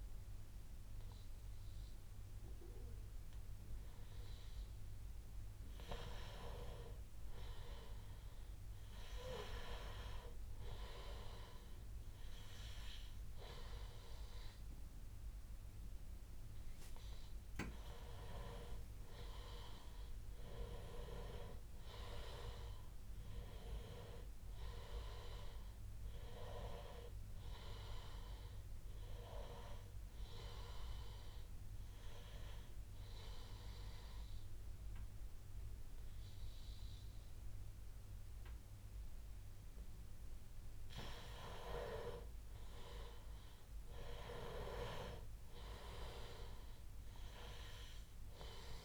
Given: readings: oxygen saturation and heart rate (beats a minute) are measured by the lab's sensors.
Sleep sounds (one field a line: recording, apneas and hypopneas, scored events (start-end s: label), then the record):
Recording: breathing in sleep by a room microphone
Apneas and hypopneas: 1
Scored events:
32.00-42.00 s: obstructive apnea (oxygen 97% before, 94% lowest, heart rate 92 before, 85 extreme, up 4 after)
43.50-46.50 s: arousal
44.50-48.85 s: oxygen desaturation (device-marked, oxygen 97% before, 94% lowest, heart rate 89 before, 85 extreme)
From the record:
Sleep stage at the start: N2 (light sleep)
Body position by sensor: on the back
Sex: male